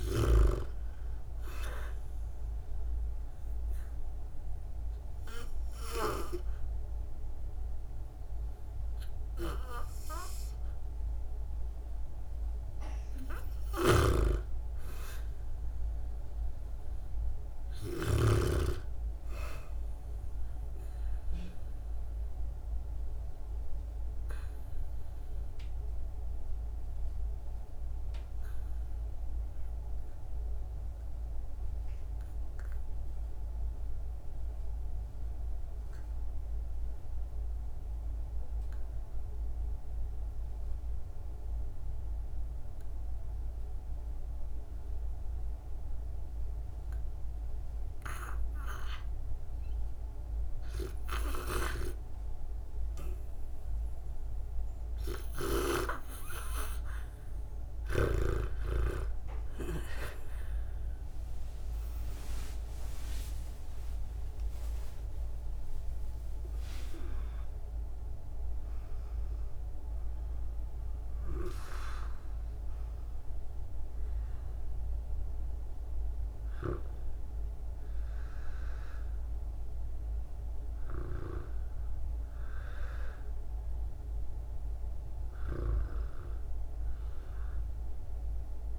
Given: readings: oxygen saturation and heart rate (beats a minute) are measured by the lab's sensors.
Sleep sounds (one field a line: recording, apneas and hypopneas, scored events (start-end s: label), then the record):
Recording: breathing in sleep by a room microphone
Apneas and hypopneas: 1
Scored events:
13.00-17.00 s: arousal
13.50-18.50 s: snoring (device-marked)
20.50-52.00 s: obstructive apnea (oxygen 98% before, 78% lowest, heart rate 65 before, 56 extreme, up 21 after)
41.00-77.00 s: oxygen desaturation (device-marked, oxygen 97% before, 78% lowest, heart rate 65 before, 58 extreme)
63.00-68.00 s: arousal
From the record:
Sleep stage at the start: REM sleep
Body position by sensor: on the back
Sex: female